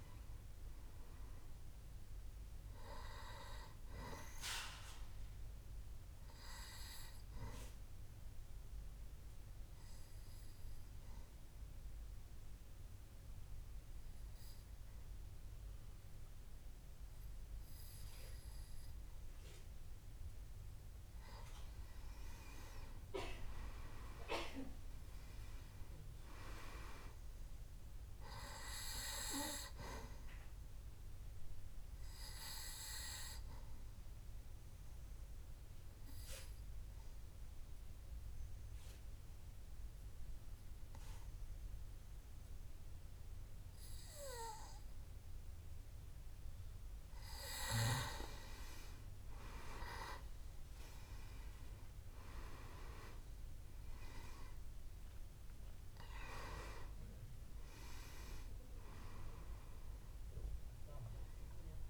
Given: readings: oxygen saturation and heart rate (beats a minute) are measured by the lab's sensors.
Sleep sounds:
breathing in sleep by a room microphone; 2
0.00-17.50 s: oxygen desaturation (device-marked, oxygen 92% lowest, heart rate 64 extreme)
6.50-21.00 s: obstructive apnea (oxygen 97% before, 91% lowest, heart rate 72 before, 64 extreme, up 3 after)
23.50-27.00 s: arousal
28.50-49.50 s: oxygen desaturation (device-marked, oxygen 98% before, 92% lowest, heart rate 66 before, 64 extreme)
32.50-48.00 s: obstructive apnea (oxygen 98% before, 91% lowest, heart rate 66 before, 66 extreme, up 5 after)
51.00-55.00 s: arousal
51.50-61.90 s: oxygen desaturation (device-marked, oxygen 97% before, 91% lowest, heart rate 66 before, 64 extreme)
From the record:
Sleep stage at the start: N2 (light sleep); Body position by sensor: on the back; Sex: male

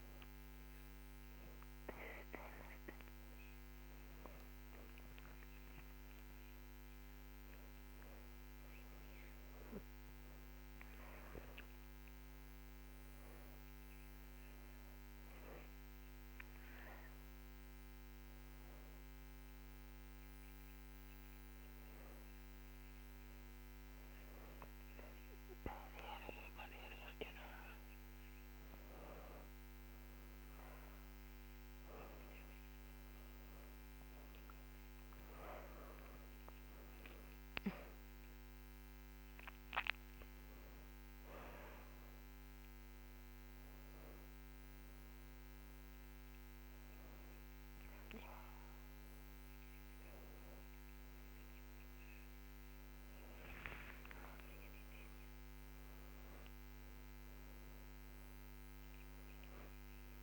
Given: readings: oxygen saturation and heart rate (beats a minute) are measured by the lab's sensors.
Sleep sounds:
a person awake in a sleep study, by a microphone on the trachea; none
none scored
From the record:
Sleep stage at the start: awake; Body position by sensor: on the back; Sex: female

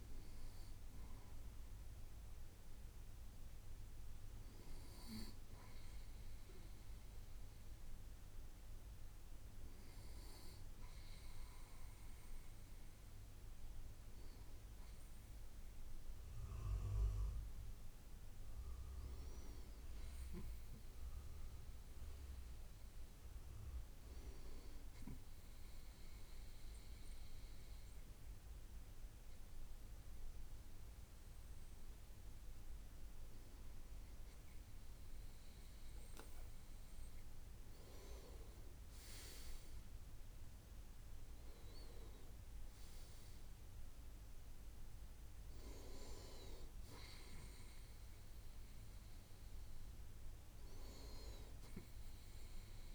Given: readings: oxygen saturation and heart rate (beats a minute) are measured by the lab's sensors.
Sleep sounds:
breathing in sleep by a room microphone; none
none scored
From the record:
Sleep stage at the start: N2 (light sleep); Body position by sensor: on the right side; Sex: male

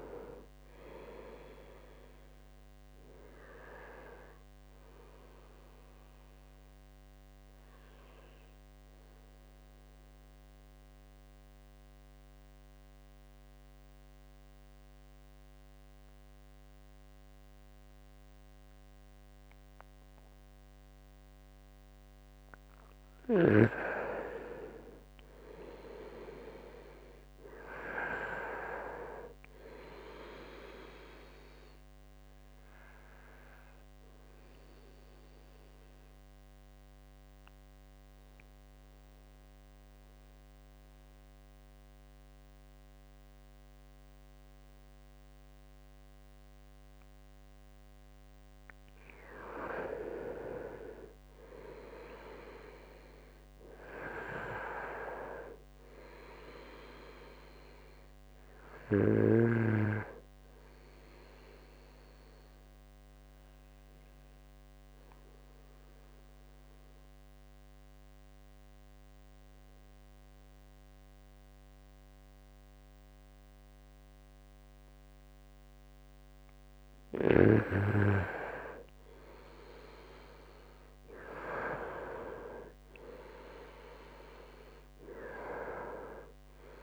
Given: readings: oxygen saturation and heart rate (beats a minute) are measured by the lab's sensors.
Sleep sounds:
breathing in sleep by a microphone on the trachea; 3
9.00-22.50 s: mixed apnea (oxygen 97% before, 89% lowest, heart rate 70 before, 64 extreme, up 4 after)
24.00-28.50 s: arousal
31.50-49.50 s: oxygen desaturation (device-marked, oxygen 97% before, 89% lowest, heart rate 67 before, 64 extreme)
36.00-48.50 s: obstructive apnea (oxygen 97% before, 89% lowest, heart rate 67 before, 64 extreme, up 6 after)
51.00-54.50 s: arousal
56.50-75.50 s: oxygen desaturation (device-marked, oxygen 98% before, 92% lowest, heart rate 67 before, 65 extreme)
63.50-76.00 s: obstructive apnea (oxygen 98% before, 92% lowest, heart rate 68 before, 65 extreme, up 8 after)
78.00-82.00 s: arousal
From the record:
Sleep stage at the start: N2 (light sleep); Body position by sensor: on the right side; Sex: male

